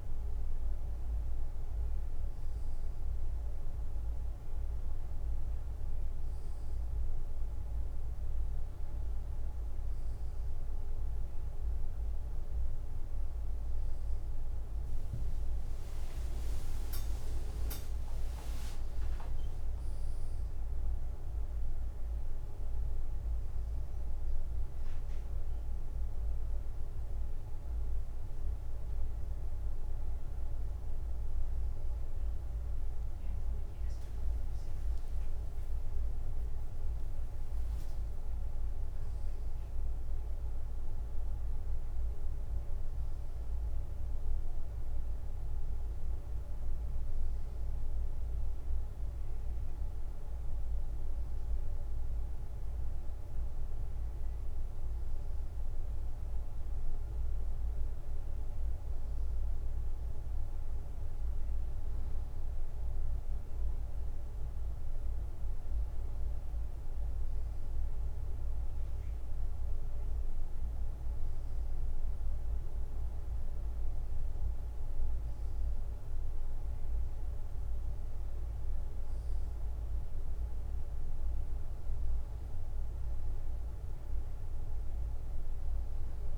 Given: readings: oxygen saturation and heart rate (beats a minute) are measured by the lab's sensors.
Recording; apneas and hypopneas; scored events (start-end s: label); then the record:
a person partly awake in a sleep study, hard to hear, by a room microphone; none
16.00-31.00 s: drop in pulse transit time (device-marked, heart rate 72 before, 73 extreme)
19.00-49.00 s: new sleep stage, awake
46.00-61.00 s: drop in pulse transit time (device-marked, heart rate 74 before, 70 extreme)
49.00-79.00 s: new sleep stage, N1 (lightest sleep)
79.00-86.38 s: new sleep stage, N2 (light sleep)
From the record:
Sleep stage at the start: N2 (light sleep); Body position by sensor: on the right side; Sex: male